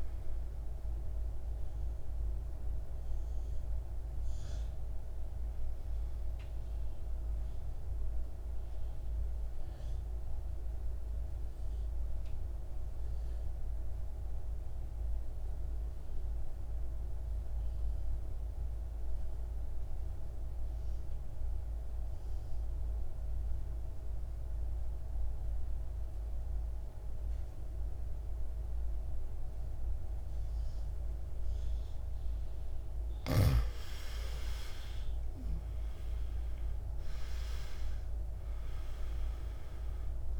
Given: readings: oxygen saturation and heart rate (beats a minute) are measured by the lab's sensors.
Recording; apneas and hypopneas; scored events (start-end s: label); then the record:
breathing in sleep, hard to hear, by a room microphone; 1
0.00-17.50 s: oxygen desaturation (device-marked, oxygen 81% lowest, heart rate 54 extreme)
1.50-32.00 s: mixed apnea (oxygen 98% before, 80% lowest, heart rate 64 before, 54 extreme, up 19 after)
26.50-40.39 s: oxygen desaturation (device-marked, oxygen 99% before, 80% lowest, heart rate 55 before, 61 extreme)
34.00-38.50 s: arousal
From the record:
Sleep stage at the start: N2 (light sleep); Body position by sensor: on the back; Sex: male